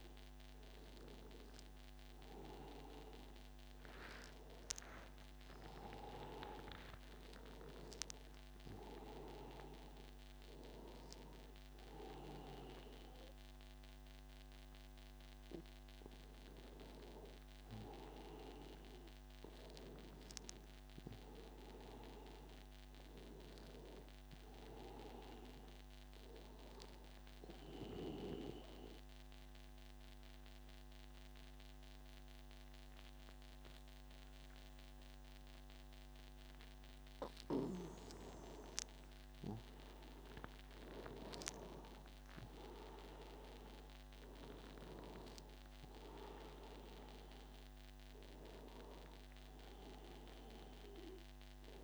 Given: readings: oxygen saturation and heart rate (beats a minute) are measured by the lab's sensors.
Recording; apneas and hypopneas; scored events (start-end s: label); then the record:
breathing in sleep by a microphone on the trachea; 1
4.50-8.50 s: arousal
10.50-51.84 s: new sleep stage, N2 (light sleep)
26.50-38.00 s: obstructive apnea (oxygen 97% before, 90% lowest, heart rate 93 before, 83 extreme, up 9 after)
41.00-44.50 s: arousal
42.50-51.84 s: oxygen desaturation (device-marked, oxygen 97% before, 90% lowest, heart rate 88 before, 82 extreme)
From the record:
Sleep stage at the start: N1 (lightest sleep); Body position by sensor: on the right side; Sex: male